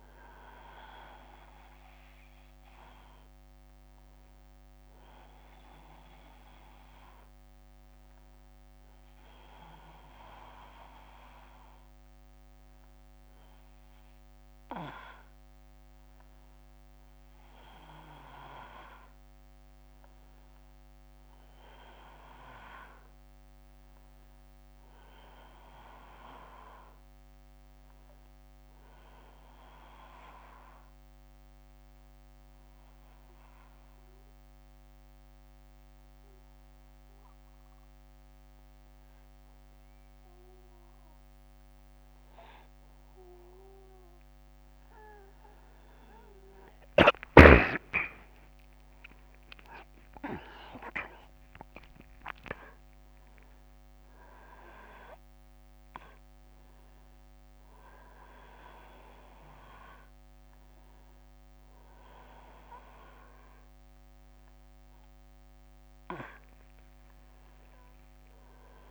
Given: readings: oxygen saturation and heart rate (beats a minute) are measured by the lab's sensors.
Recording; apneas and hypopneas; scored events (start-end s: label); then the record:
breathing in sleep by a microphone on the trachea; 1
0.00-5.50 s: oxygen desaturation (device-marked, oxygen 93% lowest, heart rate 59 extreme)
15.50-18.50 s: arousal
30.00-41.00 s: obstructive apnea (oxygen 98% before, 92% lowest, heart rate 63 before, 60 extreme, up 15 after)
44.50-48.50 s: arousal
51.50-68.91 s: oxygen desaturation (device-marked, oxygen 96% before, 92% lowest, heart rate 64 before, 59 extreme)
From the record:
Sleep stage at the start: N1 (lightest sleep); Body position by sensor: on the back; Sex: male